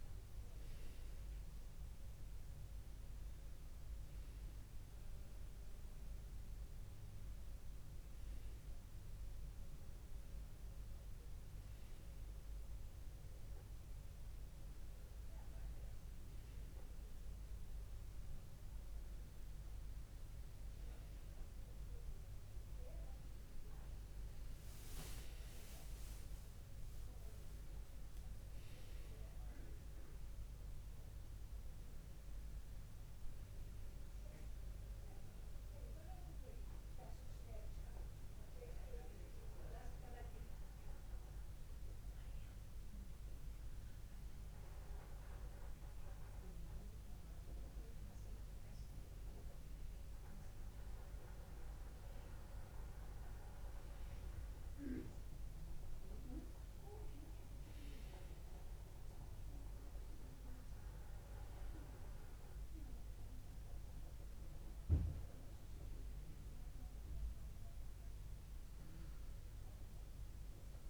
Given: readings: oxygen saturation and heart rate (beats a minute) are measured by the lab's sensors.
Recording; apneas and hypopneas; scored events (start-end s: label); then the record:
a person partly awake in a sleep study, by a room microphone; none
18.00-70.90 s: new sleep stage, N1 (lightest sleep)
From the record:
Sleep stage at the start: awake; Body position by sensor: on the right side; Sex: male